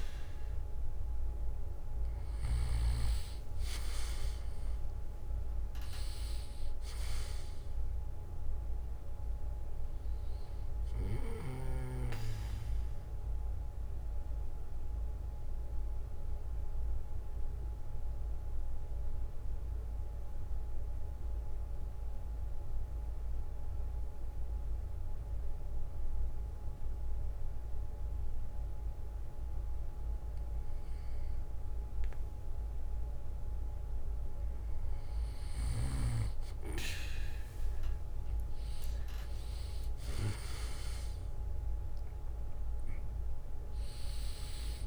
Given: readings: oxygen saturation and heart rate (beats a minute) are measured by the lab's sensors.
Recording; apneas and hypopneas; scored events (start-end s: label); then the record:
breathing in sleep by a room microphone; 1
11.00-32.50 s: mixed apnea (oxygen 97% before, 94% lowest, heart rate 64 before, 57 extreme, up 9 after)
13.00-19.00 s: bradycardia (device-marked, heart rate 62 before, 59 extreme)
38.50-43.00 s: arousal
From the record:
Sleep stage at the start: N2 (light sleep); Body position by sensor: on the back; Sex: male